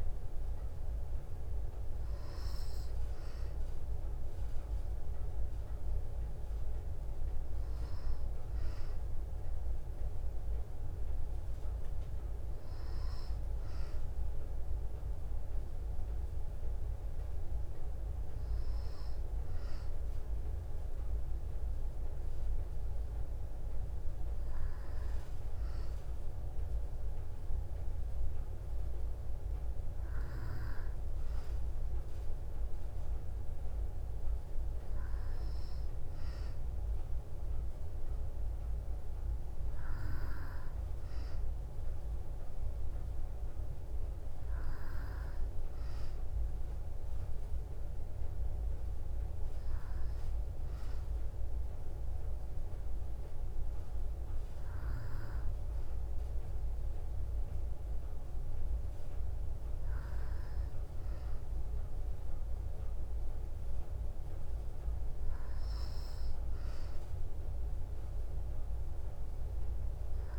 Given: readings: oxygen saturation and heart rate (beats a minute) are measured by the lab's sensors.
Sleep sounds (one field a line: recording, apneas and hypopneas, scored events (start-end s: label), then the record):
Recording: breathing in sleep, hard to hear, by a room microphone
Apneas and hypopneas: none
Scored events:
47.50-70.39 s: new sleep stage, N3 (deep sleep)
From the record:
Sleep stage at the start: N2 (light sleep)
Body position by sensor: on the back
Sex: female